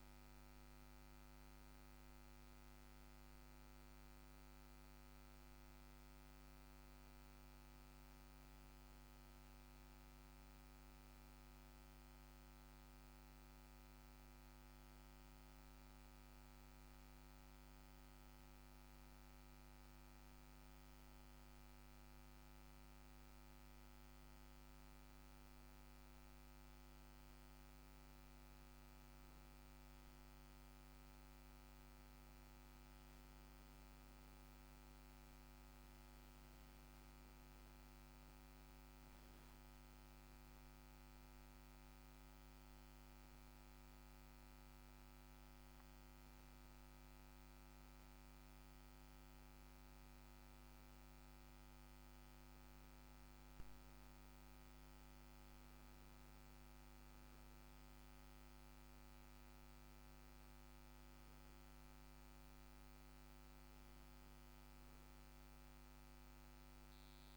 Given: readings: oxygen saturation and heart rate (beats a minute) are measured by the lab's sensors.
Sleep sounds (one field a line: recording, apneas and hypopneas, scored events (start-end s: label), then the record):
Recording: breathing in sleep, hard to hear, by a microphone on the trachea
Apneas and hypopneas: 2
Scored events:
1.00-67.37 s: new sleep stage, N2 (light sleep)
7.00-11.00 s: arousal
15.50-25.50 s: central apnea (oxygen 96% before, 92% lowest, heart rate 59 before, 56 extreme, up 6 after)
27.00-30.00 s: arousal
34.00-43.00 s: oxygen desaturation (device-marked, oxygen 95% before, 92% lowest, heart rate 58 before, 57 extreme)
40.50-53.00 s: hypopnea (oxygen 96% before, 92% lowest, heart rate 59 before, 57 extreme, up 4 after)
55.50-60.50 s: arousal
From the record:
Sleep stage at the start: N1 (lightest sleep)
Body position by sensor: on the back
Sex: male